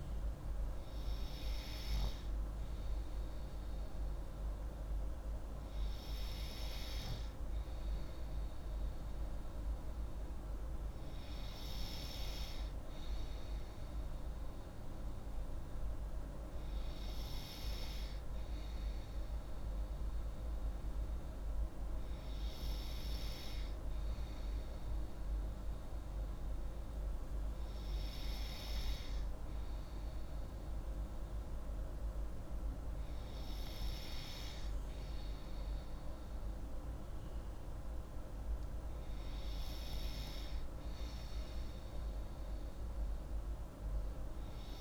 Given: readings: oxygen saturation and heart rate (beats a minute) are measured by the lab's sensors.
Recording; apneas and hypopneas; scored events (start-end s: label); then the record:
breathing in sleep, hard to hear, by a room microphone; none
none scored
From the record:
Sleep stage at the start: N2 (light sleep); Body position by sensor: on the left side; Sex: female